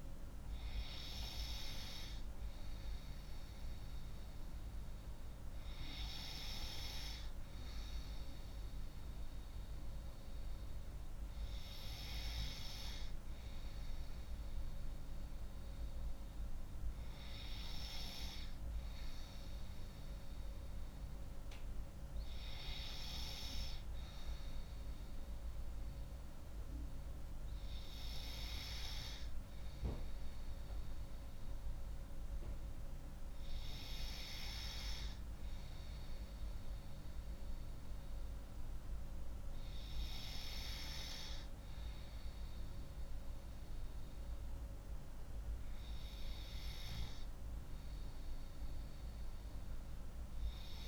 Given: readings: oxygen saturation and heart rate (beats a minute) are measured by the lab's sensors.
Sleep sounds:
breathing in sleep by a room microphone; none
none scored
From the record:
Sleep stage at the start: N3 (deep sleep); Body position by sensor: on the left side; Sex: female

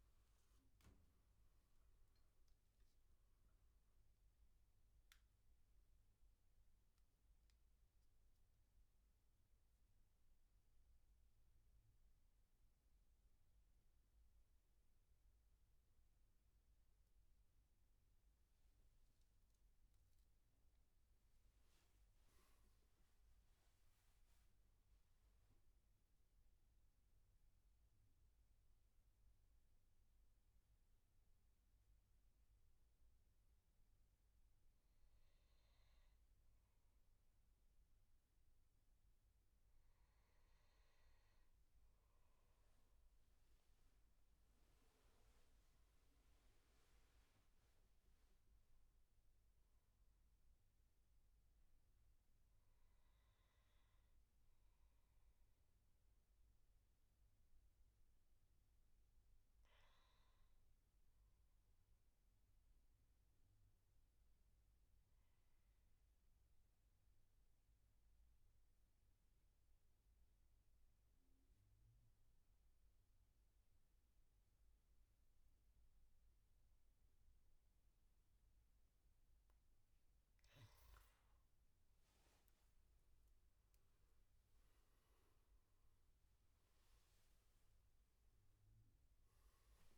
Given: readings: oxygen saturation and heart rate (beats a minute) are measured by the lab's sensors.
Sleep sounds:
a person partly awake in a sleep study, hard to hear, by a room microphone; 2
0.00-20.00 s: oxygen desaturation (device-marked, oxygen 89% lowest, heart rate 64 extreme)
25.00-89.98 s: new sleep stage, N2 (light sleep)
25.50-39.00 s: mixed apnea (oxygen 100% before, 92% lowest, heart rate 71 before, 64 extreme, up 16 after)
41.00-46.00 s: arousal
61.00-79.00 s: obstructive apnea (oxygen 99% before, 92% lowest, heart rate 74 before, 61 extreme, up 11 after)
71.00-89.98 s: oxygen desaturation (device-marked, oxygen 98% before, 92% lowest, heart rate 69 before, 61 extreme)
80.50-84.50 s: arousal
From the record:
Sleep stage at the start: awake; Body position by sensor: on the back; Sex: male

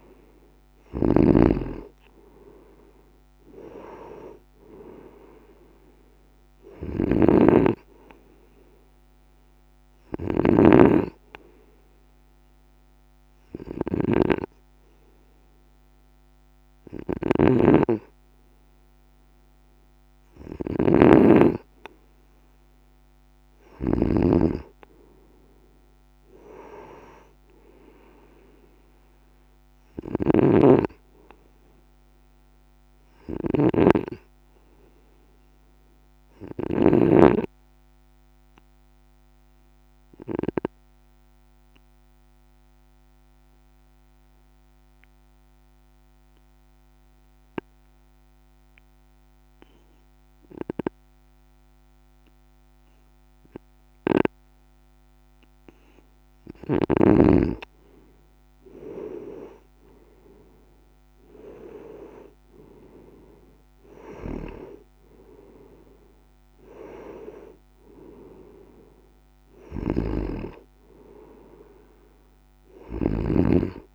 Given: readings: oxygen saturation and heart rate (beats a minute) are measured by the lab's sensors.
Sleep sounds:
breathing in sleep by a microphone on the trachea; 1
0.00-1.50 s: arousal
7.00-24.00 s: snoring (device-marked)
28.50-32.50 s: arousal
30.00-37.00 s: snoring (device-marked)
37.50-55.50 s: obstructive apnea (oxygen 96% before, 93% lowest, heart rate 57 before, 53 extreme, up 10 after)
57.50-61.00 s: arousal
69.50-73.95 s: snoring (device-marked)
From the record:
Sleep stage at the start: N2 (light sleep); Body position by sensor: on the right side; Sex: male

